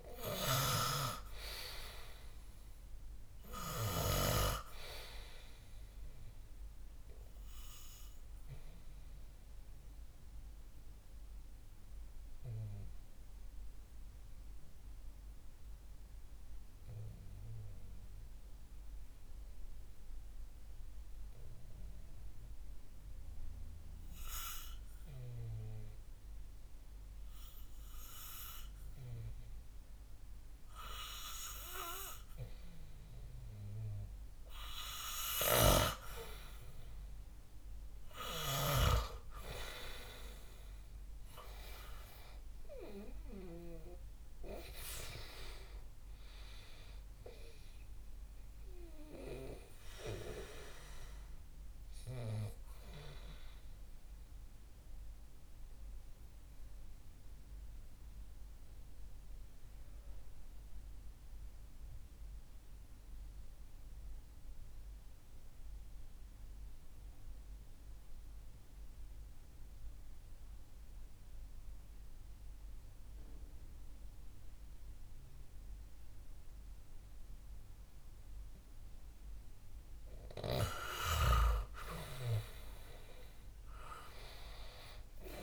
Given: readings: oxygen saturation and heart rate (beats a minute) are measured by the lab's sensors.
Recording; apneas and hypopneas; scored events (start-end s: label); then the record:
breathing in sleep by a room microphone; 2
0.00-2.00 s: arousal
2.00-25.00 s: oxygen desaturation (device-marked, oxygen 97% before, 91% lowest, heart rate 66 before, 61 extreme)
7.00-34.50 s: obstructive apnea (oxygen 99% before, 91% lowest, heart rate 65 before, 61 extreme, up 6 after)
35.00-43.00 s: snoring (device-marked)
37.00-42.00 s: arousal
44.00-65.00 s: oxygen desaturation (device-marked, oxygen 95% before, 92% lowest, heart rate 64 before, 61 extreme)
53.50-77.50 s: mixed apnea (oxygen 97% before, 91% lowest, heart rate 65 before, 61 extreme, up 6 after)
81.00-85.43 s: arousal
81.00-85.43 s: oxygen desaturation (device-marked, oxygen 97% before, 91% lowest, heart rate 63 before, 61 extreme)
From the record:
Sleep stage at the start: N2 (light sleep); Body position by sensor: on the back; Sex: male